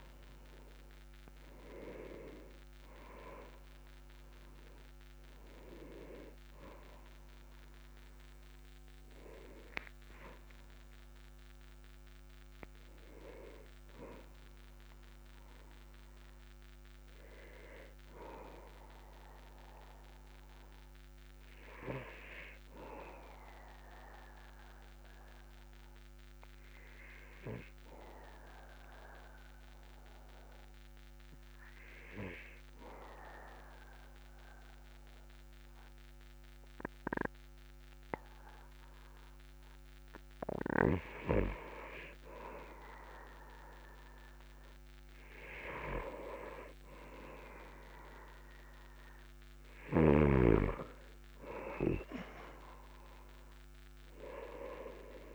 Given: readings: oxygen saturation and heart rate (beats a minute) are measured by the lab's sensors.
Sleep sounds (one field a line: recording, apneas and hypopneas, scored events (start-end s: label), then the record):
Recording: breathing in sleep by a microphone on the trachea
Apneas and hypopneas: 1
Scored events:
14.00-35.00 s: oxygen desaturation (device-marked, oxygen 97% before, 90% lowest, heart rate 50 before, 42 extreme)
16.00-20.00 s: arousal
26.00-41.50 s: hypopnea (oxygen 97% before, 91% lowest, heart rate 48 before, 42 extreme, up 8 after)
47.00-51.50 s: arousal
From the record:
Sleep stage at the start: N2 (light sleep)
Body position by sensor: on the back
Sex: male